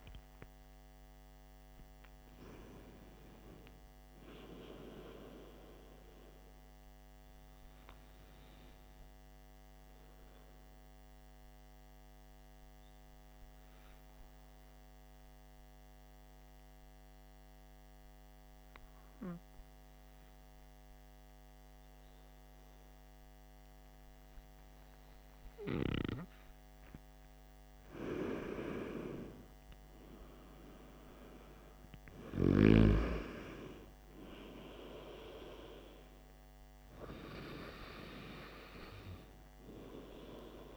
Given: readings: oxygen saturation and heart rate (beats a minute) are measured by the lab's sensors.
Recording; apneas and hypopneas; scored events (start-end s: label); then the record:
breathing in sleep by a microphone on the trachea; 1
8.00-27.00 s: hypopnea (oxygen 96% before, 93% lowest, heart rate 58 before, 52 extreme, up 11 after)
28.50-32.50 s: arousal
From the record:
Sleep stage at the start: N2 (light sleep); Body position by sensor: on the back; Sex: male